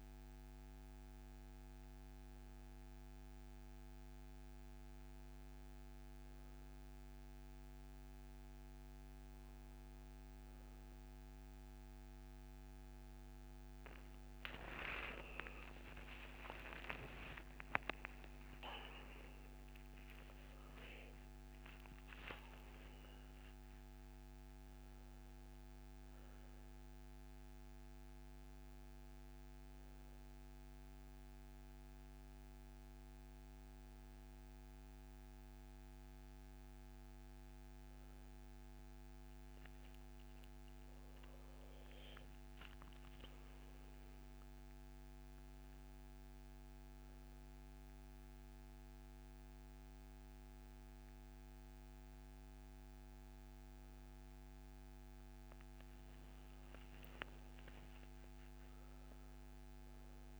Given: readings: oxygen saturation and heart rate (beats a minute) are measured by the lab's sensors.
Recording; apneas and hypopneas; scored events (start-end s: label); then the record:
a person partly awake in a sleep study, by a microphone on the trachea; none
10.50-25.50 s: oxygen desaturation (device-marked, oxygen 97% before, 93% lowest, heart rate 67 before, 65 extreme)
23.50-60.40 s: new sleep stage, N1 (lightest sleep)
From the record:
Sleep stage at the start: awake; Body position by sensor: on the back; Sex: male